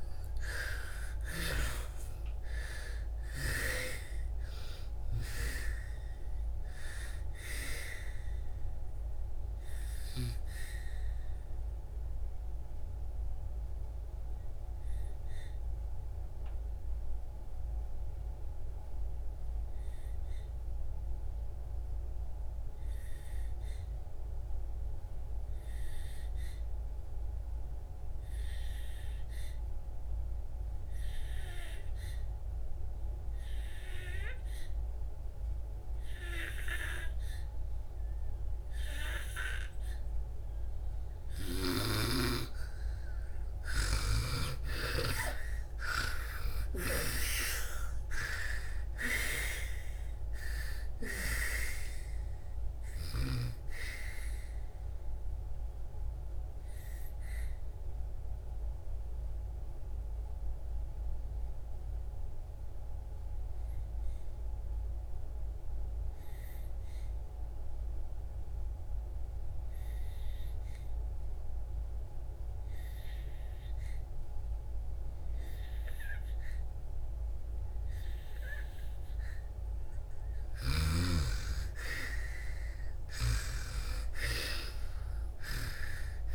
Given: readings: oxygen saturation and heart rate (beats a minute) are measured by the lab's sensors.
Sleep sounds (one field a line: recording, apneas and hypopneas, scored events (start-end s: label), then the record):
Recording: breathing in sleep by a room microphone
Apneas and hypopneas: 2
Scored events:
0.00-27.00 s: oxygen desaturation (device-marked, oxygen 82% lowest)
0.50-4.00 s: arousal
8.50-42.50 s: mixed apnea (oxygen 98% before, 80% lowest)
35.00-73.00 s: oxygen desaturation (device-marked, oxygen 98% before, 80% lowest)
45.00-49.00 s: arousal
55.00-78.50 s: obstructive apnea (oxygen 98% before, 80% lowest)
78.00-86.35 s: oxygen desaturation (device-marked, oxygen 98% before, 82% lowest)
82.00-85.50 s: arousal
From the record:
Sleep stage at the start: N2 (light sleep)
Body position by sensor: on the back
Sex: female